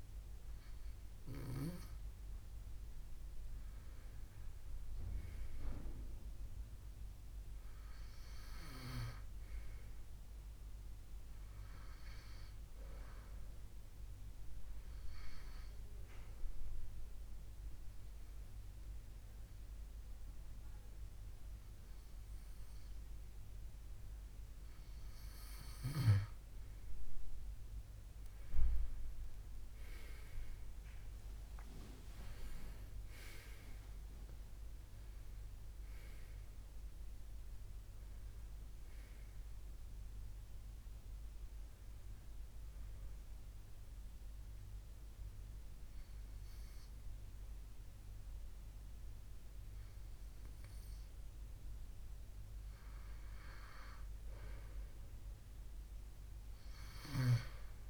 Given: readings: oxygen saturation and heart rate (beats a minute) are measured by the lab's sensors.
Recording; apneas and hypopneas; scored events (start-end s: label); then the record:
breathing in sleep by a room microphone; 2
0.00-2.50 s: oxygen desaturation (device-marked, oxygen 92% lowest, heart rate 70 extreme)
15.50-26.00 s: obstructive apnea (oxygen 96% before, 92% lowest, heart rate 73 before, 71 extreme, up 20 after)
28.50-33.50 s: arousal
43.50-53.50 s: obstructive apnea (oxygen 95% before, 92% lowest, heart rate 80 before, 64 extreme, up 3 after)
56.50-57.90 s: arousal
From the record:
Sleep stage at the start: N2 (light sleep); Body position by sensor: on the left side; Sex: male